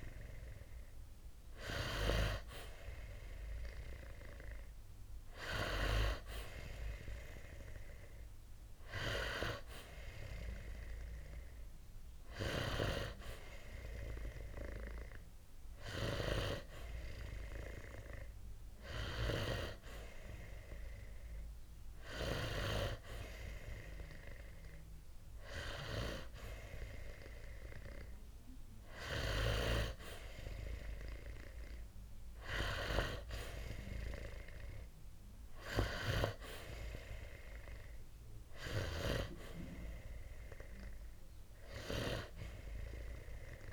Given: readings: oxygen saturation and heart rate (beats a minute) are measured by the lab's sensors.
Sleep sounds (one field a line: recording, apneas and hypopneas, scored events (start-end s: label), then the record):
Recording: breathing in sleep by a room microphone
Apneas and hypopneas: none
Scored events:
none scored
From the record:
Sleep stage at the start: N2 (light sleep)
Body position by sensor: on the back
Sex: male